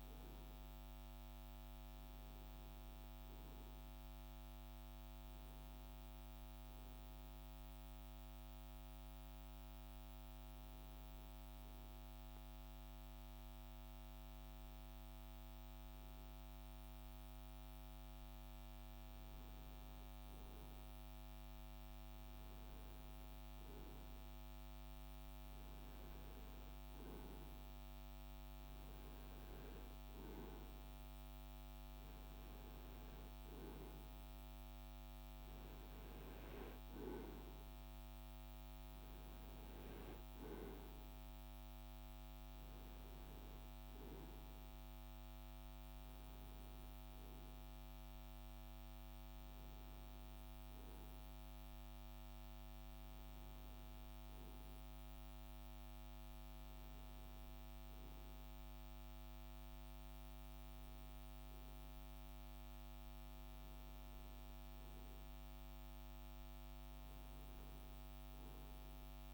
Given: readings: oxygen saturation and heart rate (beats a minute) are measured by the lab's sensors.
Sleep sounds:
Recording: breathing in sleep, hard to hear, by a microphone on the trachea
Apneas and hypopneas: 1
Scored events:
1.50-5.00 s: arousal
7.00-19.50 s: hypopnea (oxygen 94% before, 93% lowest, heart rate 53 before, 51 extreme, up 2 after)
21.50-25.50 s: arousal
From the record:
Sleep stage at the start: N2 (light sleep)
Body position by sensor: on the right side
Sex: male

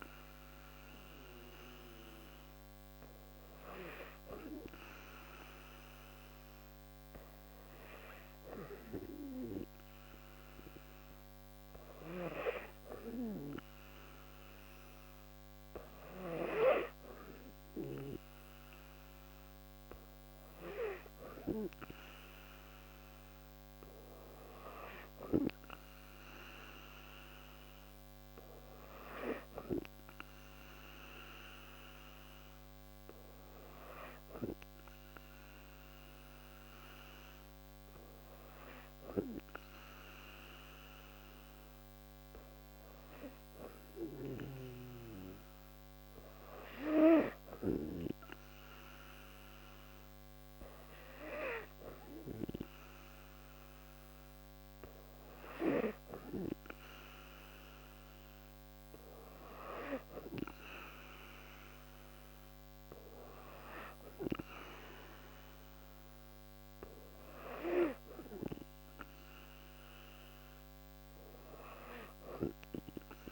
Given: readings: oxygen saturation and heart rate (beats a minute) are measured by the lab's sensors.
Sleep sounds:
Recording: breathing in sleep by a microphone on the trachea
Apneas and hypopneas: 2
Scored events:
1.50-16.00 s: hypopnea (oxygen 96% before, 93% lowest, heart rate 75 before, 73 extreme, up 1 after)
17.50-21.00 s: arousal
40.00-55.00 s: hypopnea (oxygen 95% before, 93% lowest, heart rate 75 before, 75 extreme, up 2 after)
57.00-60.00 s: arousal
From the record:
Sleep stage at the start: N2 (light sleep)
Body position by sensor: on the back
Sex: female

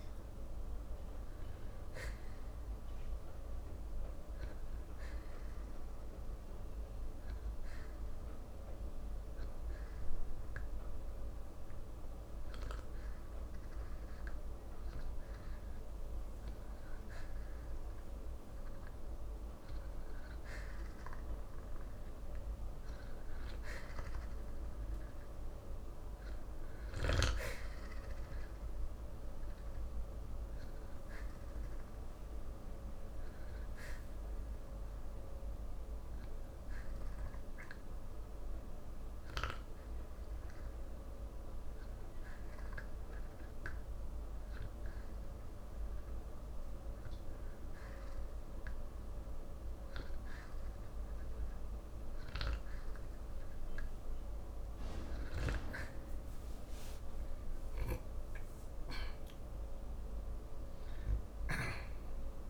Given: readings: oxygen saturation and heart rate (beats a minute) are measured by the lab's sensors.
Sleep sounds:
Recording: breathing in sleep, hard to hear, by a room microphone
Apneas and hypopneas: 2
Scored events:
1.50-13.50 s: hypopnea (oxygen 93% before, 90% lowest, heart rate 61 before, 55 extreme, up 6 after)
15.50-19.00 s: arousal
28.50-47.50 s: oxygen desaturation (device-marked, oxygen 94% before, 91% lowest, heart rate 68 before, 55 extreme)
35.00-52.50 s: hypopnea (oxygen 94% before, 90% lowest, heart rate 69 before, 55 extreme, up 55 after)
56.50-60.00 s: arousal
58.50-62.50 s: oxygen desaturation (device-marked, oxygen 94% before, 90% lowest, heart rate 59 before, 64 extreme)
From the record:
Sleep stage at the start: N2 (light sleep)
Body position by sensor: on the back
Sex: male

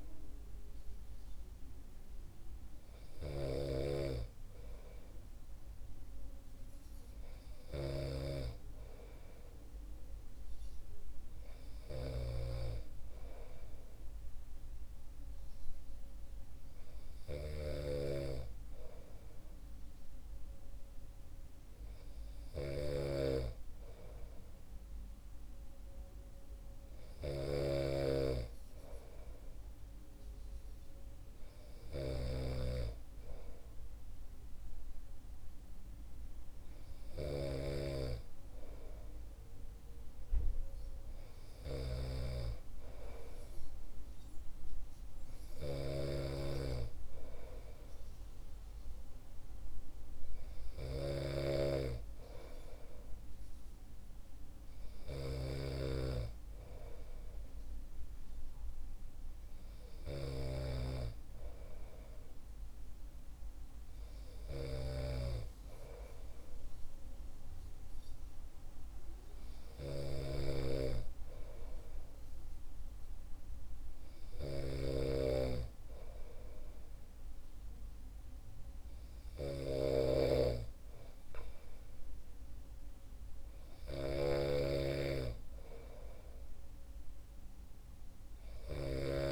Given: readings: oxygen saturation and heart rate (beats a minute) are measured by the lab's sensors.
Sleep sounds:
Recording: breathing in sleep by a room microphone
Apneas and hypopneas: none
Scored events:
0.00-89.32 s: snoring (device-marked)
From the record:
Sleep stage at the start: N2 (light sleep)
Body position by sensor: on the back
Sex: male

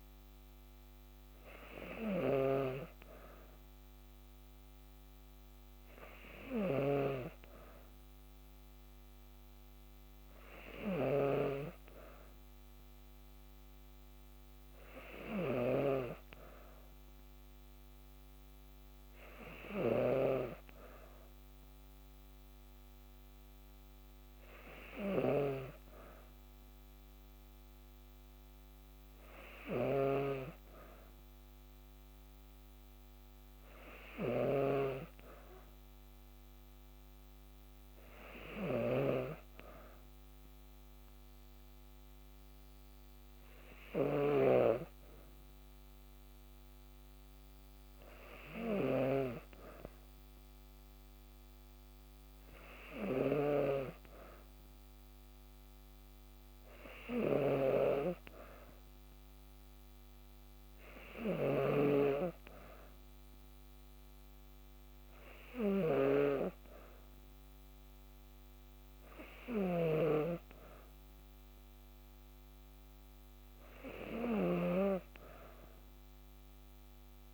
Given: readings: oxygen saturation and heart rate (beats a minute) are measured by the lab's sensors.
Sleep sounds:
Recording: breathing in sleep by a microphone on the trachea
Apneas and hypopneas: none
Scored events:
0.00-11.00 s: snoring (device-marked)
38.00-44.00 s: snoring (device-marked)
69.00-77.34 s: snoring (device-marked)
From the record:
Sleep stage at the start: N2 (light sleep)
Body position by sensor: on the back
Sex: female

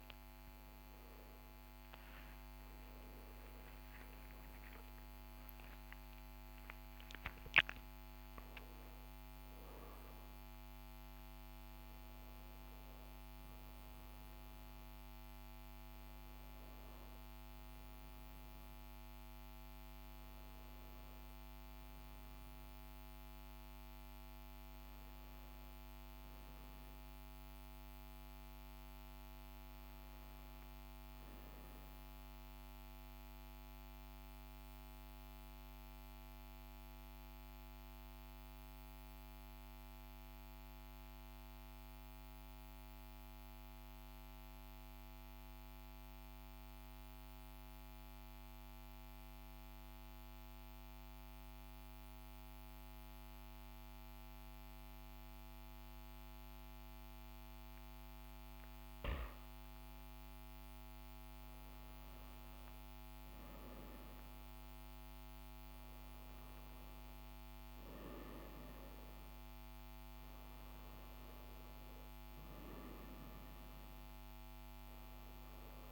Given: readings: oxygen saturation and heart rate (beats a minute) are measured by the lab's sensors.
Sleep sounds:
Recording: a person partly awake in a sleep study, hard to hear, by a microphone on the trachea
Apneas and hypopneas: 1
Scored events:
15.50-45.50 s: new sleep stage, N1 (lightest sleep)
17.50-29.50 s: oxygen desaturation (device-marked, oxygen 100% before, 97% lowest, heart rate 50 before, 40 extreme)
33.00-58.00 s: central apnea (oxygen 100% before, 95% lowest, heart rate 46 before, 40 extreme, up 2 after)
45.50-75.92 s: new sleep stage, N2 (light sleep)
61.00-65.50 s: arousal
From the record:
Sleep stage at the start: awake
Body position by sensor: on the back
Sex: male

